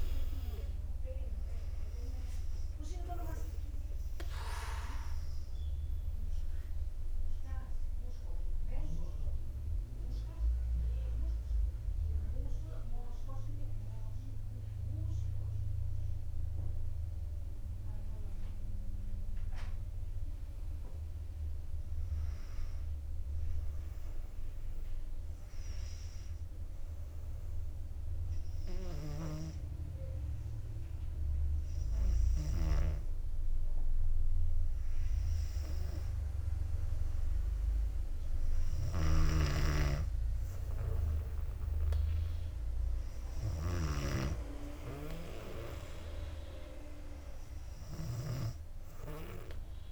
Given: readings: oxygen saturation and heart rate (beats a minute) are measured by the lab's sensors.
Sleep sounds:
breathing in sleep by a room microphone; 1
23.50-35.00 s: obstructive apnea (oxygen 97% before, 96% lowest, heart rate 63 before, 59 extreme, up 3 after)
39.00-42.50 s: arousal
39.00-49.92 s: snoring (device-marked)
From the record:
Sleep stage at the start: N2 (light sleep); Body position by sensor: on the back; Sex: female

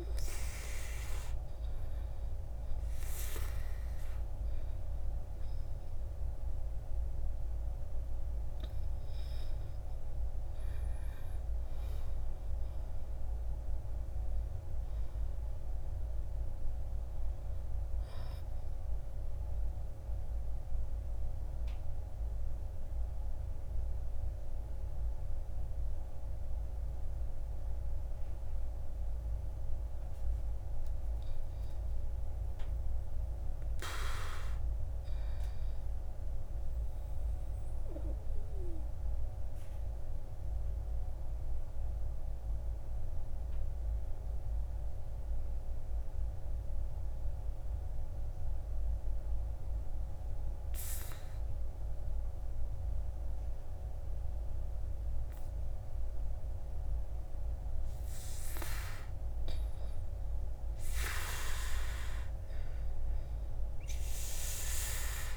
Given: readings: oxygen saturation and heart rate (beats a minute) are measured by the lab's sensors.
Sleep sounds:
breathing in sleep by a room microphone; 2
0.00-26.50 s: oxygen desaturation (device-marked, oxygen 80% lowest, heart rate 51 extreme)
18.50-31.00 s: obstructive apnea (oxygen 98% before, 80% lowest, heart rate 65 before, 51 extreme, up 7 after)
33.00-36.50 s: arousal
40.00-58.50 s: obstructive apnea (oxygen 99% before, 91% lowest, heart rate 54 before, 52 extreme, up 12 after)
61.50-65.37 s: arousal
From the record:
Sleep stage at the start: N2 (light sleep); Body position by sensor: on the back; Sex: male

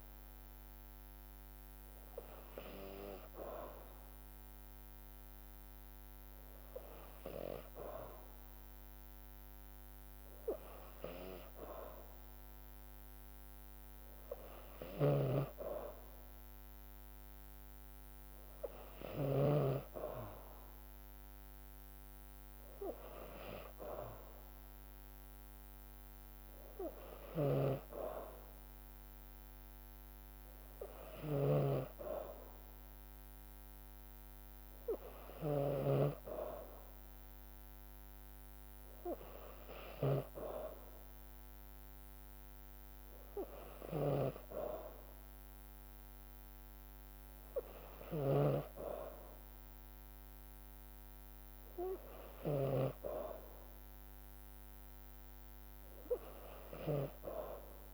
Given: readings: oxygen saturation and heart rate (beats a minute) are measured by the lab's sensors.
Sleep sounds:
breathing in sleep by a microphone on the trachea; none
14.50-19.00 s: snoring (device-marked)
27.00-57.00 s: snoring (device-marked)
From the record:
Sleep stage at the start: N2 (light sleep); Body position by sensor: on the back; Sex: female

